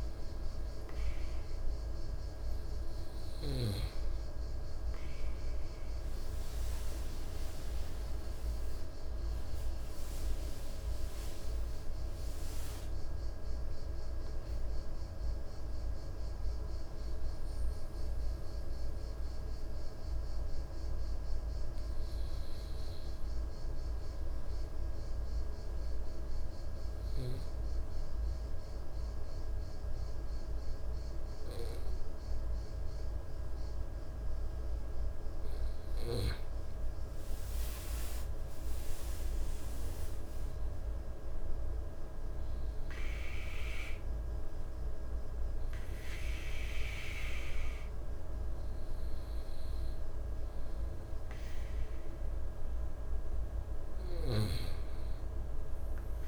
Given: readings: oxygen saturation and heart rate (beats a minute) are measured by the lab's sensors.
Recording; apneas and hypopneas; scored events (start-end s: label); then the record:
breathing in sleep, hard to hear, by a room microphone; 1
0.00-4.00 s: oxygen desaturation (device-marked, oxygen 94% lowest, heart rate 58 extreme)
11.50-15.50 s: arousal
19.00-34.50 s: obstructive apnea (oxygen 98% before, 93% lowest, heart rate 64 before, 59 extreme, up 8 after)
37.50-41.50 s: arousal
38.00-52.00 s: oxygen desaturation (device-marked, oxygen 98% before, 94% lowest, heart rate 62 before, 58 extreme)
From the record:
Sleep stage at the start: N2 (light sleep); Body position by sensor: on the right side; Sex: male